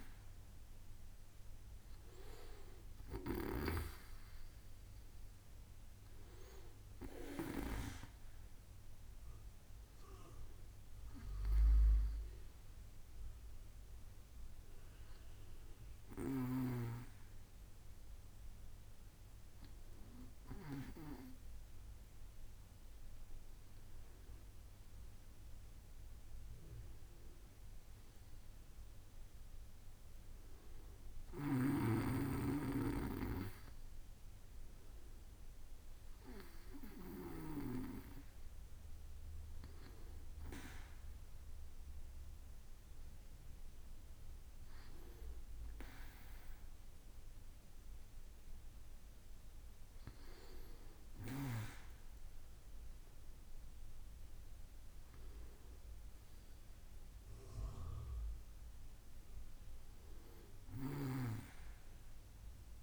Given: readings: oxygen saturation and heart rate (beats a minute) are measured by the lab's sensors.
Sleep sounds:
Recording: breathing in sleep by a room microphone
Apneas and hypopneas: none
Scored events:
0.00-3.50 s: snoring (device-marked)
31.00-37.50 s: snoring (device-marked)
60.50-62.83 s: snoring (device-marked)
From the record:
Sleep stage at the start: N2 (light sleep)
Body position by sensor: on the back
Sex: male

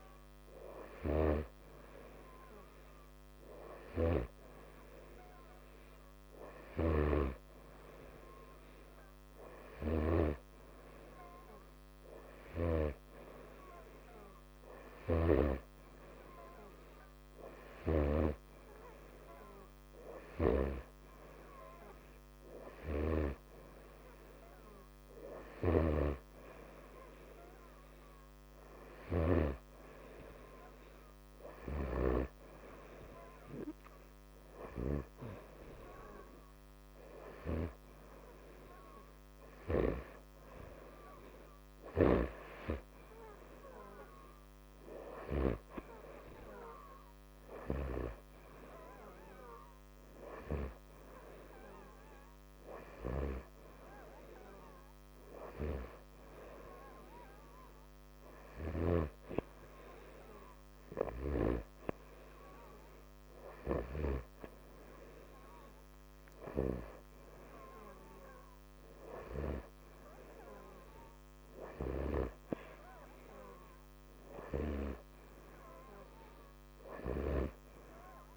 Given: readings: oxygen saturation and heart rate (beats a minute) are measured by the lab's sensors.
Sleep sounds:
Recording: breathing in sleep by a microphone on the trachea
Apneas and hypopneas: none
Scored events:
none scored
From the record:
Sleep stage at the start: N2 (light sleep)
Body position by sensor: upright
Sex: male

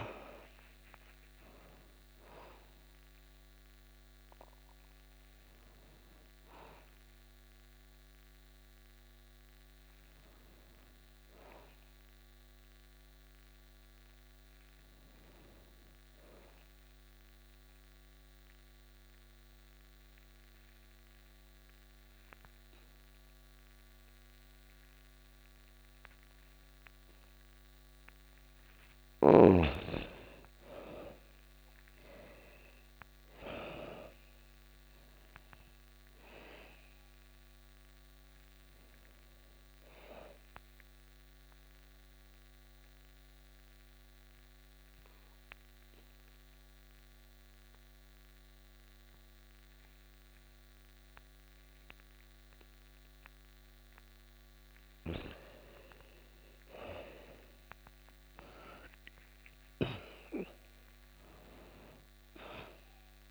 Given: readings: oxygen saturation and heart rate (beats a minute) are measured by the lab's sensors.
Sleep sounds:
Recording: breathing in sleep by a microphone on the trachea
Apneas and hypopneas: 2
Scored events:
0.00-11.50 s: oxygen desaturation (device-marked, oxygen 88% lowest, heart rate 87 extreme)
16.00-27.50 s: obstructive apnea (oxygen 99% before, 88% lowest, heart rate 99 before, 87 extreme, up 3 after)
27.50-47.50 s: oxygen desaturation (device-marked, oxygen 98% before, 88% lowest, heart rate 89 before, 85 extreme)
29.50-34.50 s: arousal
40.50-55.00 s: mixed apnea (oxygen 99% before, 88% lowest, heart rate 89 before, 85 extreme, up 5 after)
56.50-61.00 s: arousal
60.50-63.31 s: oxygen desaturation (device-marked, oxygen 98% before, 91% lowest, heart rate 87 before, 85 extreme)
From the record:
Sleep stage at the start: REM sleep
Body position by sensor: on the back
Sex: female

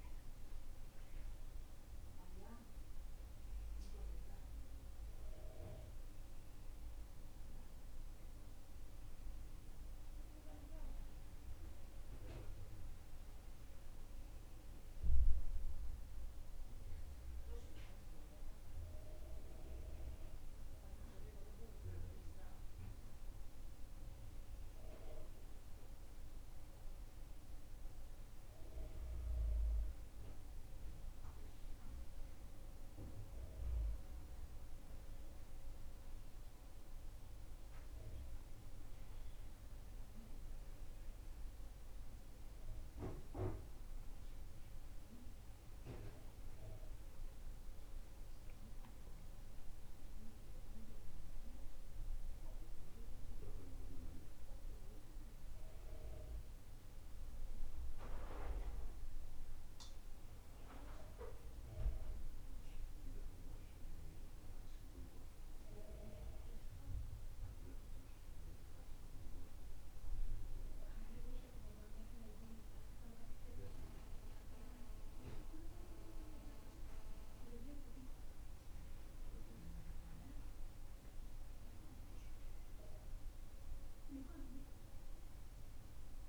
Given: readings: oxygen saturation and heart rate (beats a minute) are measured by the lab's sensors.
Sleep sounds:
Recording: breathing in sleep by a room microphone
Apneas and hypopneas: none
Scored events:
none scored
From the record:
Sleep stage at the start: N2 (light sleep)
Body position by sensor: on the back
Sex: male

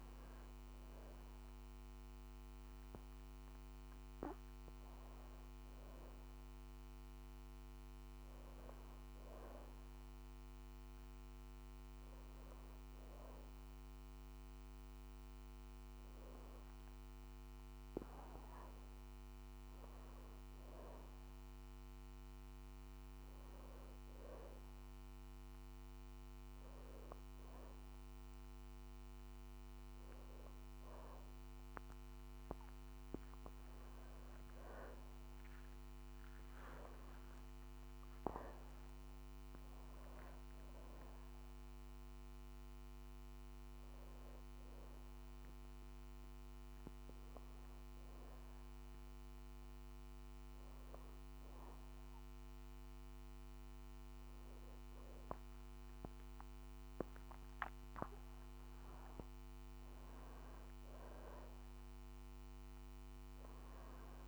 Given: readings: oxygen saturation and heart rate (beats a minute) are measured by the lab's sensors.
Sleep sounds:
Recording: breathing in sleep, hard to hear, by a microphone on the trachea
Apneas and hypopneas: none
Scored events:
29.50-34.00 s: arousal
From the record:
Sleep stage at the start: N1 (lightest sleep)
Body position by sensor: on the back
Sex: female

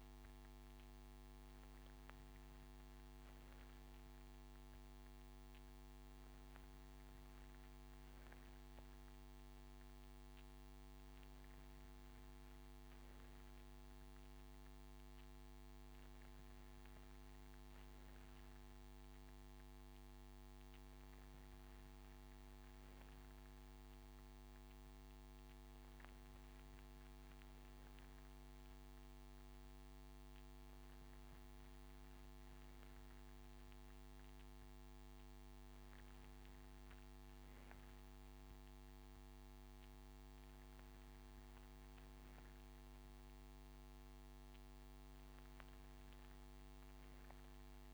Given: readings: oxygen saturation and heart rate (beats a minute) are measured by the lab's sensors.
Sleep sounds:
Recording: breathing in sleep, hard to hear, by a microphone on the trachea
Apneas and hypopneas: none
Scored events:
none scored
From the record:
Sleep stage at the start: N3 (deep sleep)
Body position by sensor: on the right side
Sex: male

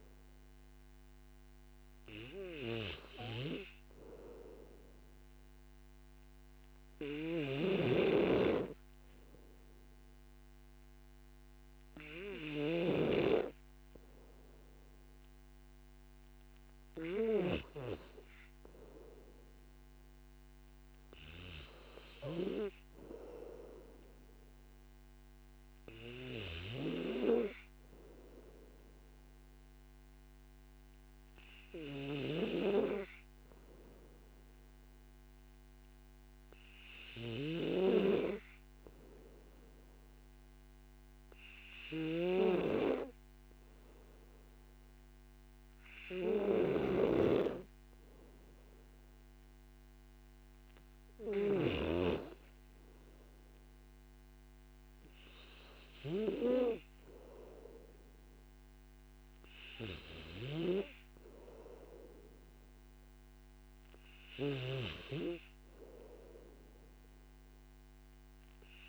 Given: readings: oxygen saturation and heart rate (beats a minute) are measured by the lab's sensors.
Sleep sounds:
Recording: breathing in sleep by a microphone on the trachea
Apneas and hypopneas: none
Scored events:
none scored
From the record:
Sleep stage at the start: N2 (light sleep)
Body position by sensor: on the back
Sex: male

